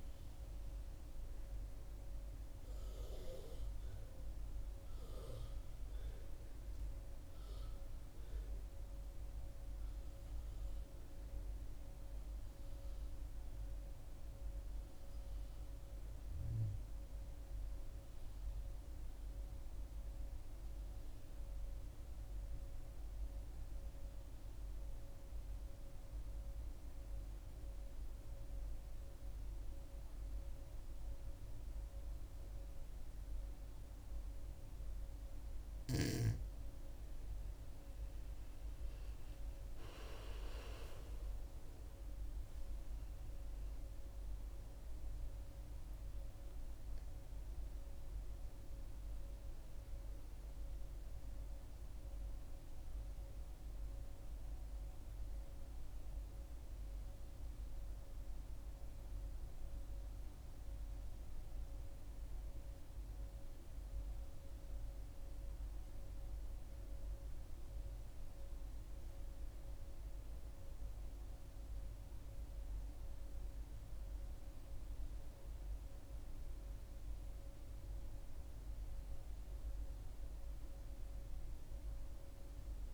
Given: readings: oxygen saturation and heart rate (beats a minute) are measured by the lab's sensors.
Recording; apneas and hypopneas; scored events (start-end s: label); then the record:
breathing in sleep, hard to hear, by a room microphone; 2
22.50-36.50 s: central apnea (oxygen 97% before, 91% lowest, heart rate 65 before, 55 extreme, up 2 after)
32.00-53.00 s: oxygen desaturation (device-marked, oxygen 96% before, 91% lowest, heart rate 63 before, 55 extreme)
38.00-43.50 s: arousal
55.00-68.00 s: hypopnea (oxygen 96% before, 92% lowest, heart rate 64 before, 60 extreme, up 2 after)
69.50-73.50 s: arousal
From the record:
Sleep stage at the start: N2 (light sleep); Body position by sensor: on the back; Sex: female